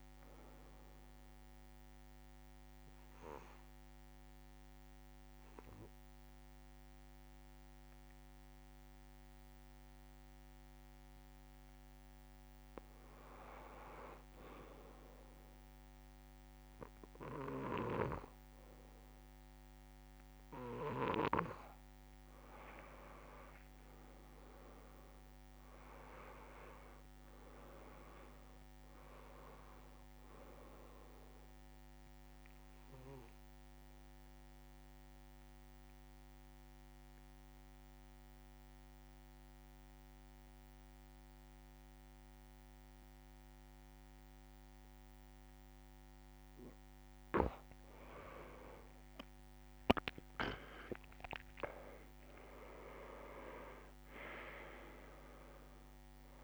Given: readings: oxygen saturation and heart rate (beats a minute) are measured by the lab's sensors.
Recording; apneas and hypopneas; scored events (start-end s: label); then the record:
breathing in sleep by a microphone on the trachea; 2
0.00-13.50 s: oxygen desaturation (device-marked, oxygen 89% lowest)
1.50-12.00 s: central apnea (oxygen 97% before, 89% lowest)
10.00-12.00 s: long interval between heartbeats (device-marked, heart rate 52 before, 26 extreme)
12.00-14.00 s: long interval between heartbeats (device-marked, heart rate 47 before, 25 extreme)
22.50-26.50 s: arousal
22.50-34.50 s: oxygen desaturation (device-marked, oxygen 98% before, 94% lowest)
23.50-25.50 s: long interval between heartbeats (device-marked)
27.00-29.00 s: long interval between heartbeats (device-marked)
29.50-31.50 s: long interval between heartbeats (device-marked, heart rate 36 before, 70 extreme)
32.00-34.00 s: long interval between heartbeats (device-marked, heart rate 40 before, 55 extreme)
33.00-47.00 s: obstructive apnea (oxygen 98% before, 88% lowest)
36.00-38.00 s: long interval between heartbeats (device-marked, heart rate 46 before, 36 extreme)
41.50-43.50 s: long interval between heartbeats (device-marked, heart rate 52 before, 45 extreme)
49.00-51.00 s: long interval between heartbeats (device-marked, heart rate 49 before, 47 extreme)
49.00-53.50 s: arousal
50.50-56.44 s: oxygen desaturation (device-marked, oxygen 96% before, 90% lowest)
53.50-55.50 s: long interval between heartbeats (device-marked, heart rate 46 before, 59 extreme)
From the record:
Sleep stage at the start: N2 (light sleep); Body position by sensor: on the back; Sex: male